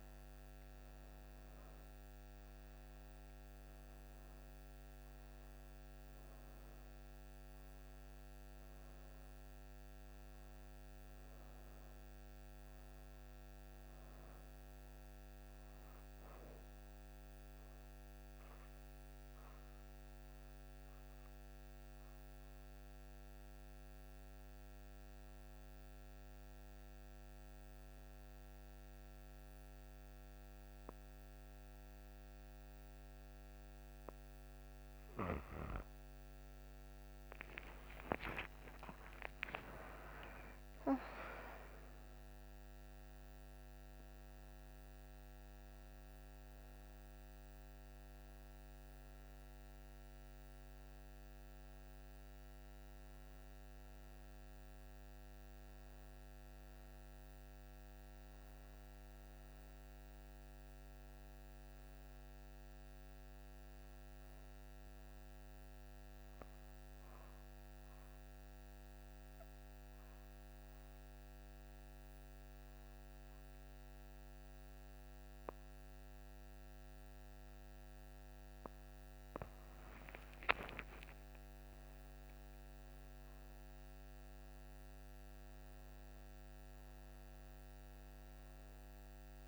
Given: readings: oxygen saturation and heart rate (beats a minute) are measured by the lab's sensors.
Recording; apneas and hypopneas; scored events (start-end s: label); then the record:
breathing in sleep by a microphone on the trachea; 2
0.00-24.00 s: oxygen desaturation (device-marked, oxygen 91% lowest, heart rate 59 extreme)
15.00-89.48 s: new sleep stage, N2 (light sleep)
16.50-35.00 s: obstructive apnea (oxygen 97% before, 88% lowest, heart rate 73 before, 59 extreme, up 37 after)
37.50-42.00 s: arousal
39.00-66.00 s: oxygen desaturation (device-marked, oxygen 97% before, 88% lowest, heart rate 65 before, 59 extreme)
65.50-79.00 s: obstructive apnea (oxygen 96% before, 87% lowest, heart rate 67 before, 65 extreme, up 23 after)
80.50-85.50 s: arousal
87.00-89.48 s: oxygen desaturation (device-marked, oxygen 98% before, 91% lowest, heart rate 72 before, 61 extreme)
From the record:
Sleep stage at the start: N1 (lightest sleep); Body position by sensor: on the back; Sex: female